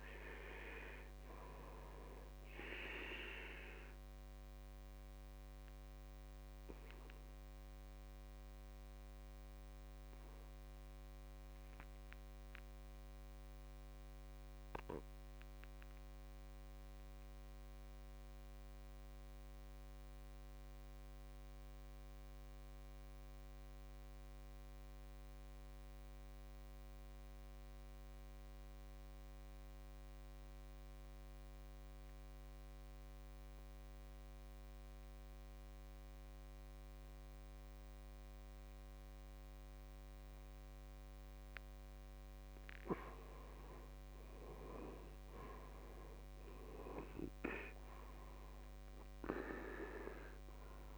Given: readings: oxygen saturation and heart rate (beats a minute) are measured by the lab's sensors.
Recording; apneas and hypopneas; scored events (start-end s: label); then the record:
breathing in sleep by a microphone on the trachea; 1
0.00-27.00 s: oxygen desaturation (device-marked, oxygen 78% lowest, heart rate 55 extreme)
8.00-42.50 s: obstructive apnea (oxygen 99% before, 71% lowest, heart rate 66 before, 54 extreme, up 11 after)
40.00-50.98 s: oxygen desaturation (device-marked, oxygen 99% before, 71% lowest, heart rate 60 before, 54 extreme)
44.50-48.50 s: arousal
From the record:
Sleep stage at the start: N2 (light sleep); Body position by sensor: on the back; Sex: male